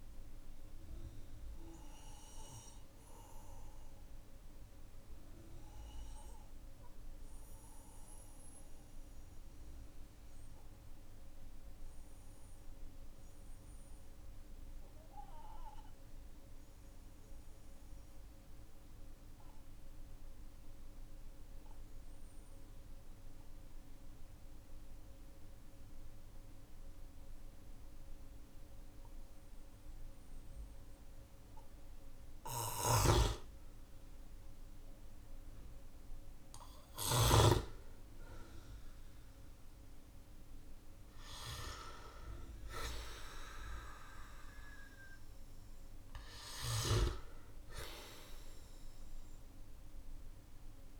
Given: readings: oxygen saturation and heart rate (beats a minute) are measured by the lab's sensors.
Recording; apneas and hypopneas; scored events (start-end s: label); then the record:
breathing in sleep by a room microphone; 1
0.00-22.50 s: oxygen desaturation (device-marked, oxygen 92% lowest, heart rate 43 extreme)
1.00-33.00 s: obstructive apnea (oxygen 99% before, 92% lowest, heart rate 55 before, 43 extreme, up 14 after)
32.00-37.00 s: snoring (device-marked)
41.00-46.50 s: arousal
46.00-51.00 s: snoring (device-marked)
From the record:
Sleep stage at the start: N2 (light sleep); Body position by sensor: on the back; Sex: male